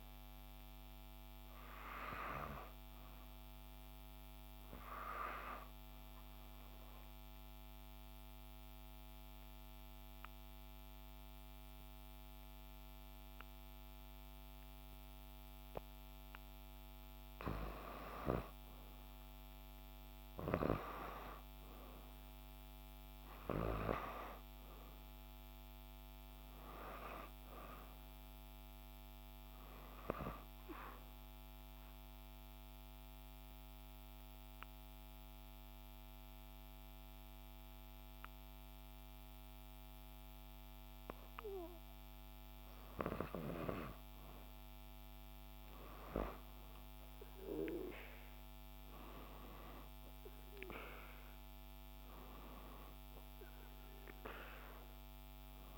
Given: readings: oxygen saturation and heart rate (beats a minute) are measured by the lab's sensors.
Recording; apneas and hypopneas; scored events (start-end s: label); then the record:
breathing in sleep by a microphone on the trachea; 2
0.00-9.00 s: oxygen desaturation (device-marked, oxygen 88% lowest, heart rate 60 extreme)
6.50-16.50 s: obstructive apnea (oxygen 95% before, 87% lowest, heart rate 62 before, 60 extreme, up 2 after)
19.00-22.50 s: arousal
25.00-45.00 s: oxygen desaturation (device-marked, oxygen 95% before, 87% lowest, heart rate 61 before, 59 extreme)
31.50-45.00 s: obstructive apnea (oxygen 95% before, 87% lowest, heart rate 61 before, 59 extreme, up 2 after)
52.00-55.50 s: arousal
From the record:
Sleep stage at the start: N2 (light sleep); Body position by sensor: on the right side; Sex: female